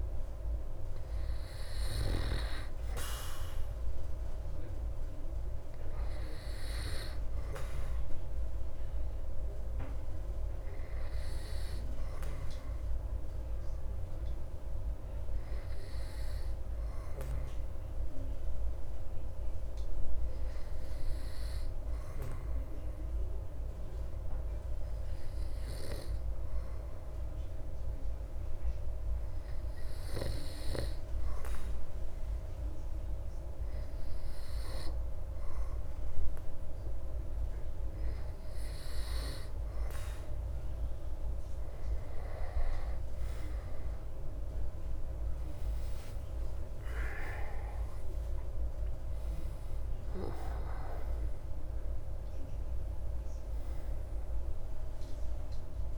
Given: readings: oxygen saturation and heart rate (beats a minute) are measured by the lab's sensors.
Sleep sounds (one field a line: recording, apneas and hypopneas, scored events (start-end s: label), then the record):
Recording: breathing in sleep by a room microphone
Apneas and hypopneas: 1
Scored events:
0.00-1.50 s: arousal
1.00-22.00 s: oxygen desaturation (device-marked, oxygen 96% before, 93% lowest)
14.50-40.00 s: obstructive apnea (oxygen 97% before, 94% lowest)
44.00-49.00 s: arousal
From the record:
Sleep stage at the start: N2 (light sleep)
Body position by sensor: on the back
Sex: male